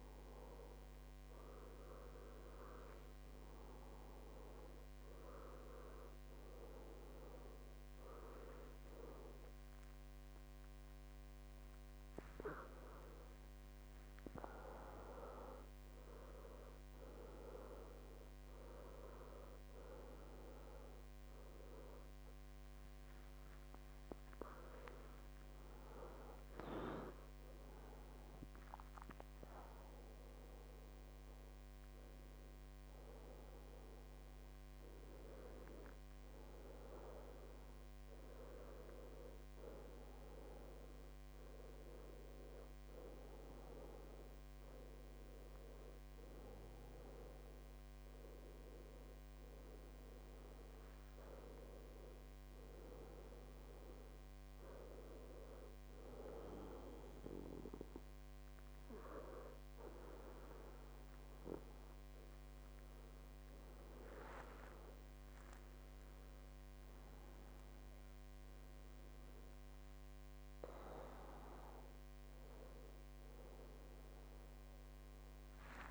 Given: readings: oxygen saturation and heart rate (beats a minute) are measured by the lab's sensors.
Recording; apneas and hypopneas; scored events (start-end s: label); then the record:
a person partly awake in a sleep study, by a microphone on the trachea; none
9.00-11.00 s: long interval between heartbeats (device-marked, heart rate 75 before, 99 extreme)
16.50-46.50 s: new sleep stage, N1 (lightest sleep)
46.50-75.91 s: new sleep stage, N2 (light sleep)
From the record:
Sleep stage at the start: awake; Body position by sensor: on the back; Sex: male